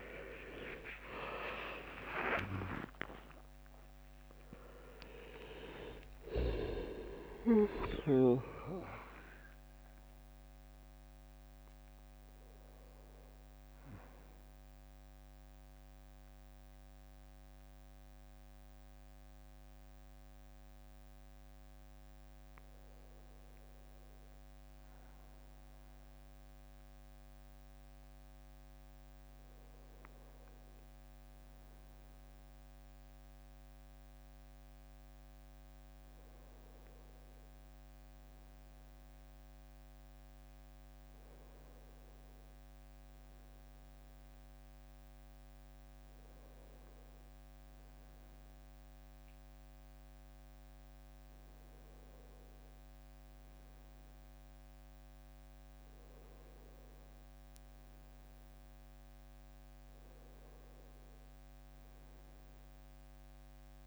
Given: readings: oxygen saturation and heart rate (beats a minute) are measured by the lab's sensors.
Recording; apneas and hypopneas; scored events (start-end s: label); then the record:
a person partly awake in a sleep study, by a microphone on the trachea; none
5.00-18.00 s: drop in pulse transit time (device-marked, heart rate 97 before, 72 extreme)
28.00-63.87 s: new sleep stage, N1 (lightest sleep)
51.00-63.87 s: oxygen desaturation (device-marked, oxygen 96% before, 93% lowest, heart rate 75 before, 77 extreme)
From the record:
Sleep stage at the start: awake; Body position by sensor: on the right side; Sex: male